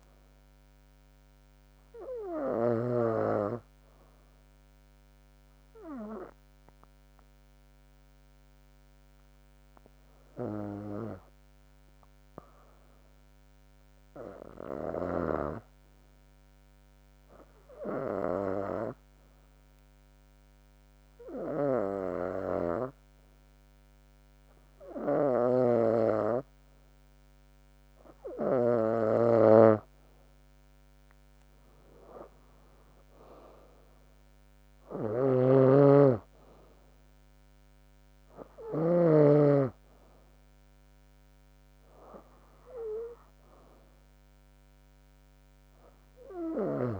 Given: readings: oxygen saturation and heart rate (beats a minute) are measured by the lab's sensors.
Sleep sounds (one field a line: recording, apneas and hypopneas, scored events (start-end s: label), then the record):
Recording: breathing in sleep by a microphone on the trachea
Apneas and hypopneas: 1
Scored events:
2.00-6.00 s: oxygen desaturation (device-marked, oxygen 96% before, 93% lowest, heart rate 74 before, 66 extreme)
7.50-26.00 s: hypopnea (oxygen 96% before, 91% lowest, heart rate 74 before, 67 extreme, up 3 after)
28.00-30.50 s: arousal
30.00-44.00 s: oxygen desaturation (device-marked, oxygen 96% before, 91% lowest, heart rate 69 before, 67 extreme)
From the record:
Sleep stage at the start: N2 (light sleep)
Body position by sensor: on the back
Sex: female